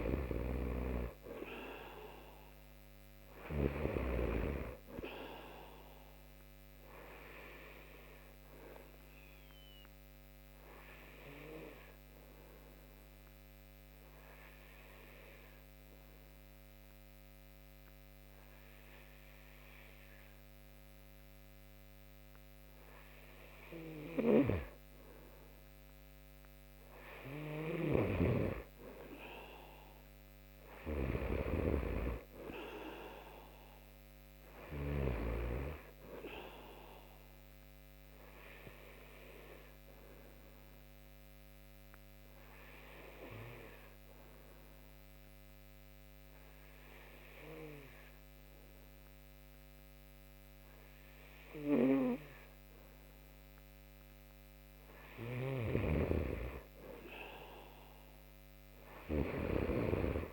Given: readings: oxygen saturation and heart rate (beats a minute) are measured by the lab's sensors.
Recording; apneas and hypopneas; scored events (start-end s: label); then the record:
breathing in sleep by a microphone on the trachea; 2
0.00-1.00 s: arousal
0.00-3.00 s: snoring (device-marked)
3.50-21.50 s: oxygen desaturation (device-marked, oxygen 95% before, 89% lowest)
8.50-22.50 s: obstructive apnea (oxygen 95% before, 89% lowest)
23.50-34.50 s: snoring (device-marked)
25.50-29.50 s: arousal
36.50-50.50 s: oxygen desaturation (device-marked, oxygen 94% before, 89% lowest)
38.00-53.50 s: obstructive apnea (oxygen 94% before, 89% lowest)
54.50-60.33 s: snoring (device-marked)
56.50-60.00 s: arousal
From the record:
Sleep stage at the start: N2 (light sleep); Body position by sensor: on the right side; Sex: male